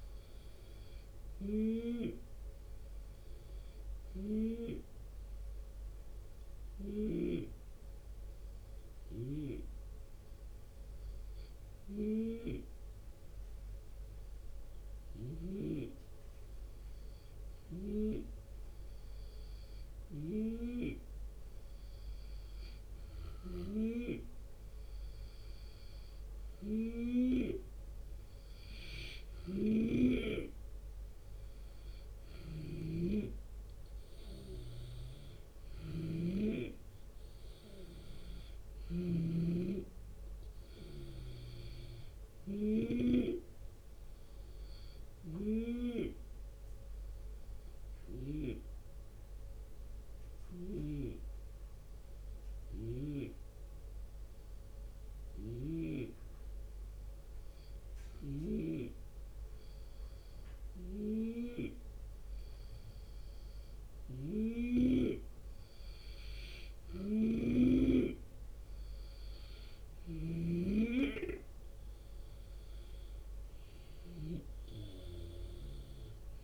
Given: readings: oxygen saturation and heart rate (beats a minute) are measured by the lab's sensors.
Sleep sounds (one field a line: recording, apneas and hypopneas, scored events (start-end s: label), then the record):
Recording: breathing in sleep by a room microphone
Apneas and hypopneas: 2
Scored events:
0.00-1.50 s: drop in pulse transit time (device-marked, heart rate 79 extreme)
1.50-24.00 s: hypopnea (oxygen 93% before, 87% lowest, heart rate 80 before, 73 extreme, up 4 after)
8.50-15.00 s: snoring (device-marked)
19.50-42.50 s: snoring (device-marked)
24.50-41.50 s: oxygen desaturation (device-marked, oxygen 93% before, 88% lowest, heart rate 74 before, 73 extreme)
26.00-29.50 s: arousal
29.50-46.50 s: drop in pulse transit time (device-marked, heart rate 74 before, 75 extreme)
44.00-62.00 s: hypopnea (oxygen 93% before, 87% lowest, heart rate 77 before, 73 extreme, up 6 after)
60.00-74.00 s: snoring (device-marked)
68.50-72.50 s: arousal
70.50-76.44 s: drop in pulse transit time (device-marked, heart rate 75 before, 77 extreme)
72.50-76.44 s: oxygen desaturation (device-marked, oxygen 93% before, 87% lowest, heart rate 75 before, 71 extreme)
From the record:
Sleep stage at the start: N2 (light sleep)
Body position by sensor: on the left side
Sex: male